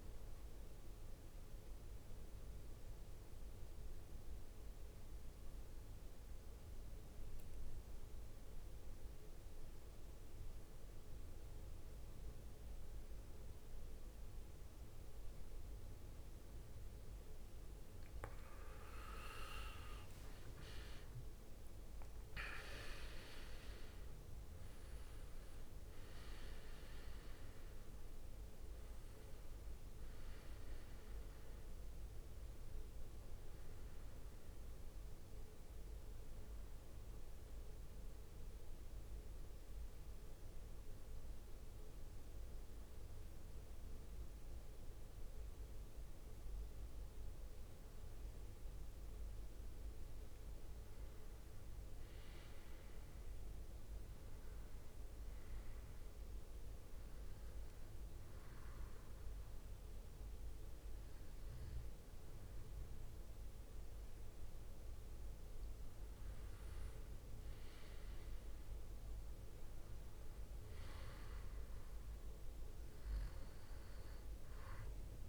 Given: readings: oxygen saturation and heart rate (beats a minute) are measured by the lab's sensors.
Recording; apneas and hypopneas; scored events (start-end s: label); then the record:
breathing in sleep, hard to hear, by a room microphone; 3
0.00-2.00 s: drop in pulse transit time (device-marked, heart rate 61 extreme)
0.50-16.50 s: central apnea (oxygen 97% before, 93% lowest, heart rate 67 before, 55 extreme, up 16 after)
18.50-21.00 s: leg movement (device-marked)
19.00-24.50 s: arousal
21.00-35.00 s: drop in pulse transit time (device-marked, heart rate 59 before, 61 extreme)
22.00-41.00 s: oxygen desaturation (device-marked, oxygen 98% before, 93% lowest, heart rate 60 before, 54 extreme)
37.00-49.00 s: central apnea (oxygen 98% before, 92% lowest, heart rate 68 before, 54 extreme, up 11 after)
51.00-54.00 s: arousal
57.50-67.50 s: obstructive apnea (oxygen 98% before, 91% lowest, heart rate 58 before, 60 extreme, up 6 after)
69.00-72.50 s: arousal
From the record:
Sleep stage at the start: N2 (light sleep); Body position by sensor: on the back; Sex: male